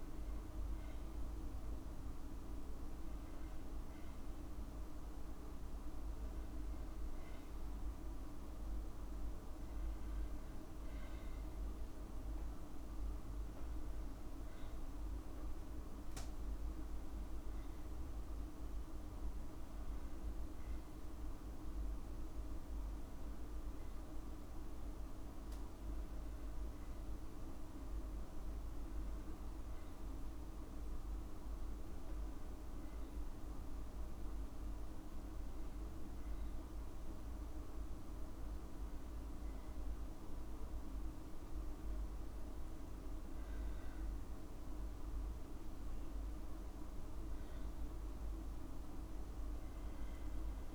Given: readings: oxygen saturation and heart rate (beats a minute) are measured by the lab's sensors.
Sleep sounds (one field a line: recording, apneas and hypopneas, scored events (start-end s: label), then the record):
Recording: breathing in sleep, hard to hear, by a room microphone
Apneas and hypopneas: none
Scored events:
none scored
From the record:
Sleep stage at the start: N2 (light sleep)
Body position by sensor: on the back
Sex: female